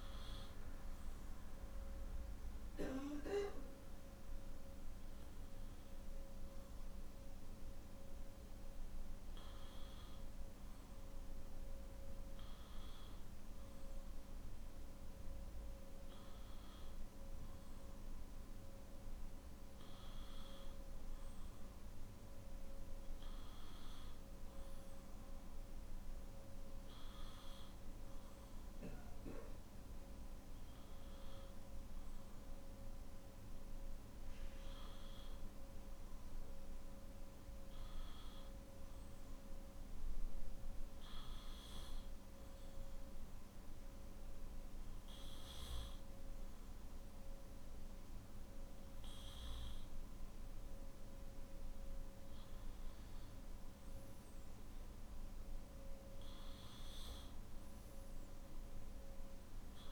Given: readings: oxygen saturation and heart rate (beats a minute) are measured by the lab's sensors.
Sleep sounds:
breathing in sleep, hard to hear, by a room microphone; none
31.00-59.92 s: new sleep stage, N3 (deep sleep)
From the record:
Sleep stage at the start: N2 (light sleep); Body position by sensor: on the back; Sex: male

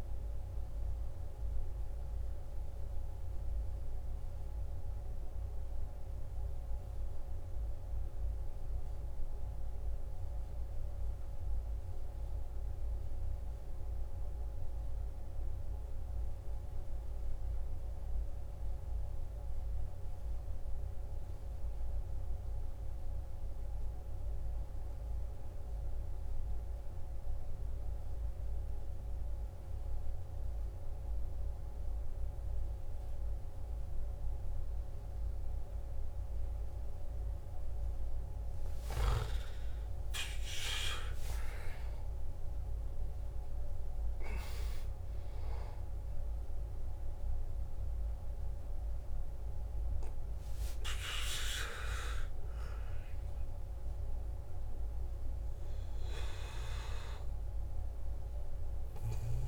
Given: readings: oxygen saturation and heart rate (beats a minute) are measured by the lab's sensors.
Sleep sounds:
breathing in sleep by a room microphone; 1
0.00-8.00 s: oxygen desaturation (device-marked, oxygen 93% lowest, heart rate 51 extreme)
0.50-37.00 s: obstructive apnea (oxygen 98% before, 86% lowest, heart rate 60 before, 51 extreme, up 11 after)
20.00-59.48 s: oxygen desaturation (device-marked, oxygen 97% before, 86% lowest, heart rate 53 before, 53 extreme)
39.00-43.00 s: arousal
From the record:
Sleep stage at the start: N2 (light sleep); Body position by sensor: on the back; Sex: male

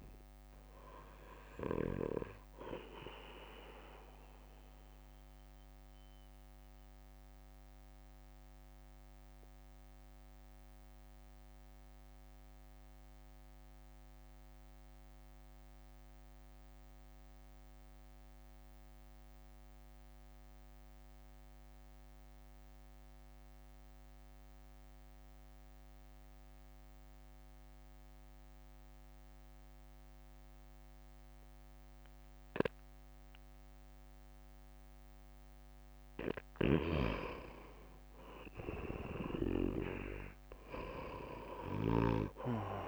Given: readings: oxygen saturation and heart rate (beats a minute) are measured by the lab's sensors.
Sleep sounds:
breathing in sleep by a microphone on the trachea; 1
0.00-2.50 s: oxygen desaturation (device-marked, oxygen 91% lowest, heart rate 52 extreme)
0.00-4.50 s: drop in pulse transit time (device-marked, heart rate 52 extreme)
4.50-34.50 s: mixed apnea (oxygen 98% before, 86% lowest, heart rate 58 before, 53 extreme, up 7 after)
10.50-25.50 s: oxygen desaturation (device-marked, oxygen 92% before, 86% lowest, heart rate 57 before, 53 extreme)
36.50-42.88 s: snoring (device-marked)
37.50-42.50 s: arousal
38.00-40.00 s: long interval between heartbeats (device-marked, heart rate 62 before, 65 extreme)
38.50-42.88 s: drop in pulse transit time (device-marked, heart rate 62 before, 53 extreme)
From the record:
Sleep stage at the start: N2 (light sleep); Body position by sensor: on the right side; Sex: male

